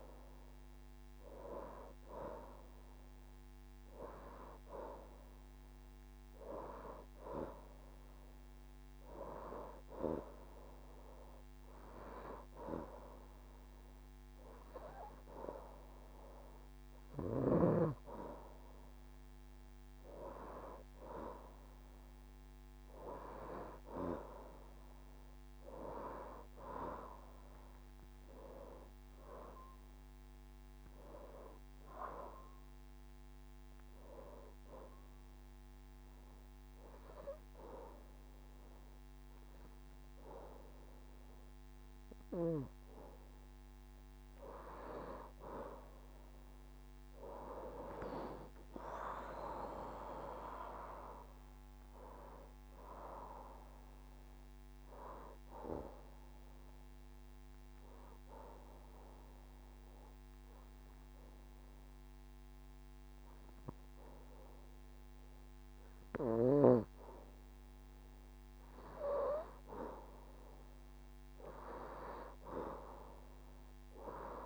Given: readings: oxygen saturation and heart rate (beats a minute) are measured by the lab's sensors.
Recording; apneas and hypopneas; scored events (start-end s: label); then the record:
breathing in sleep by a microphone on the trachea; 3
0.50-5.00 s: arousal
9.50-21.00 s: hypopnea (oxygen 92% before, 89% lowest, heart rate 74 before, 71 extreme, up 2 after)
23.00-27.50 s: arousal
34.00-45.00 s: obstructive apnea (oxygen 92% before, 89% lowest, heart rate 75 before, 70 extreme, up 5 after)
47.50-52.50 s: arousal
56.50-68.50 s: obstructive apnea (oxygen 93% before, 89% lowest, heart rate 74 before, 71 extreme, up 38 after)
57.00-74.46 s: oxygen desaturation (device-marked, oxygen 93% before, 89% lowest, heart rate 74 before, 71 extreme)
62.50-64.50 s: long interval between heartbeats (device-marked, heart rate 74 before, 78 extreme)
65.00-67.00 s: long interval between heartbeats (device-marked, heart rate 75 before, 106 extreme)
71.50-74.46 s: arousal
From the record:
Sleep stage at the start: N2 (light sleep); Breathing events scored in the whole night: 153 in 5.4 hours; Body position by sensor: on the left side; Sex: female